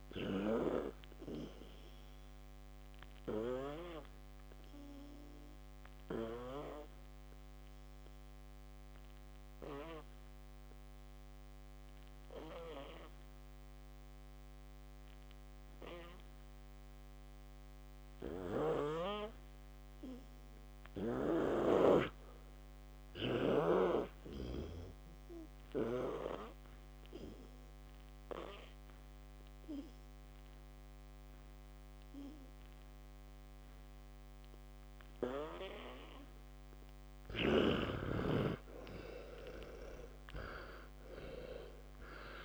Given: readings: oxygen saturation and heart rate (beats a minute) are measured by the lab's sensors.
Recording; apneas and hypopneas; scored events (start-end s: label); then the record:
breathing in sleep by a microphone on the trachea; 2
0.00-3.50 s: snoring (device-marked)
0.00-15.00 s: oxygen desaturation (device-marked, oxygen 92% lowest, heart rate 59 extreme)
6.50-18.00 s: obstructive apnea (oxygen 100% before, 92% lowest, heart rate 70 before, 59 extreme, up 5 after)
18.00-21.50 s: snoring (device-marked)
20.50-23.50 s: arousal
26.00-37.50 s: hypopnea (oxygen 98% before, 94% lowest, heart rate 61 before, 60 extreme, up 36 after)
39.00-42.00 s: arousal
From the record:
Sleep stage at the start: N2 (light sleep); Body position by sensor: on the back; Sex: male